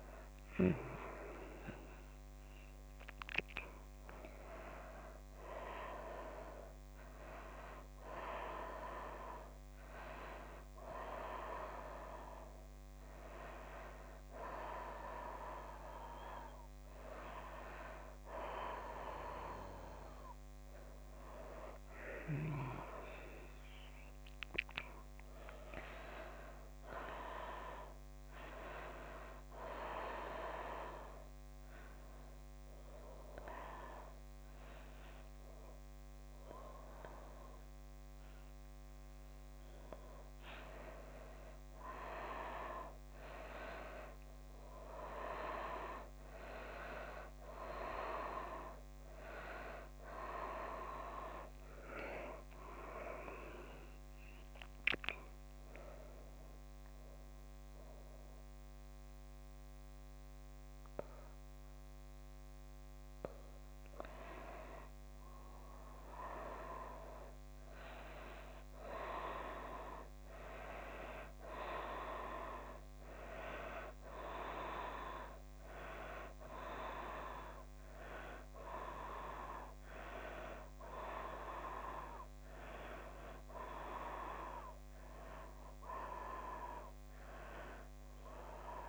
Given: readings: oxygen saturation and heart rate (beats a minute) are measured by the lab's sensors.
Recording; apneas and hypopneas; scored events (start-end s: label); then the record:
breathing in sleep by a microphone on the trachea; 3
9.00-19.50 s: hypopnea (oxygen 98% before, 90% lowest)
19.00-63.00 s: oxygen desaturation (device-marked, oxygen 98% before, 90% lowest)
21.50-24.50 s: arousal
29.00-41.00 s: obstructive apnea (oxygen 98% before, 90% lowest)
42.50-46.00 s: arousal
57.00-67.50 s: hypopnea (oxygen 96% before, 90% lowest)
69.50-72.00 s: arousal
From the record:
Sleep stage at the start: N1 (lightest sleep); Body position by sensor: on the back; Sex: female